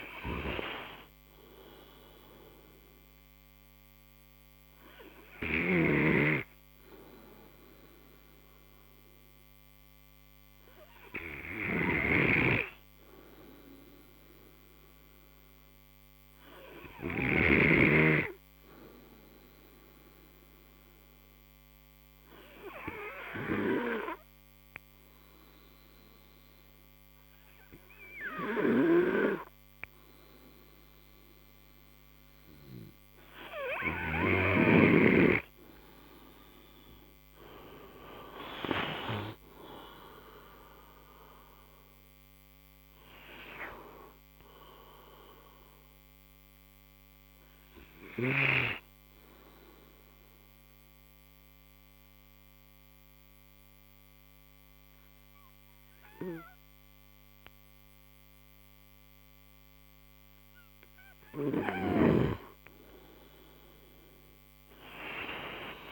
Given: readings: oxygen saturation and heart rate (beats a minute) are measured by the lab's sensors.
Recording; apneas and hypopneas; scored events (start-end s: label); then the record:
breathing in sleep by a microphone on the trachea; 2
0.00-4.00 s: oxygen desaturation (device-marked, oxygen 91% lowest, heart rate 52 extreme)
4.00-36.50 s: obstructive apnea (oxygen 97% before, 91% lowest, heart rate 69 before, 52 extreme, up 30 after)
24.00-61.00 s: oxygen desaturation (device-marked, oxygen 99% before, 91% lowest, heart rate 59 before, 54 extreme)
40.00-43.00 s: arousal
46.50-61.00 s: obstructive apnea (oxygen 99% before, 91% lowest, heart rate 68 before, 54 extreme, up 16 after)
64.00-65.92 s: arousal
From the record:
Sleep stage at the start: N2 (light sleep); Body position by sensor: on the right side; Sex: male